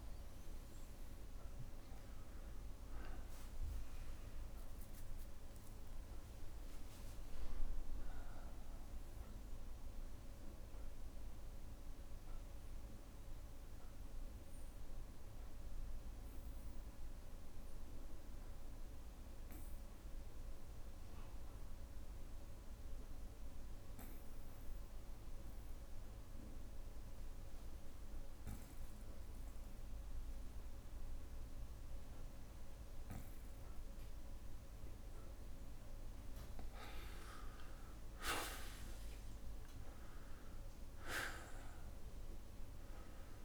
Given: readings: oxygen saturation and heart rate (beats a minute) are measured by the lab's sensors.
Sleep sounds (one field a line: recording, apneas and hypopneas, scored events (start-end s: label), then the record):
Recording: breathing in sleep, hard to hear, by a room microphone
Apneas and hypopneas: 1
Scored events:
0.00-19.50 s: oxygen desaturation (device-marked, oxygen 94% lowest, heart rate 60 extreme)
10.00-36.00 s: obstructive apnea (oxygen 99% before, 91% lowest, heart rate 63 before, 60 extreme, up 4 after)
31.50-43.45 s: oxygen desaturation (device-marked, oxygen 99% before, 91% lowest, heart rate 61 before, 60 extreme)
38.00-42.00 s: arousal
From the record:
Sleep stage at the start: N2 (light sleep)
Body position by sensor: on the back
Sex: male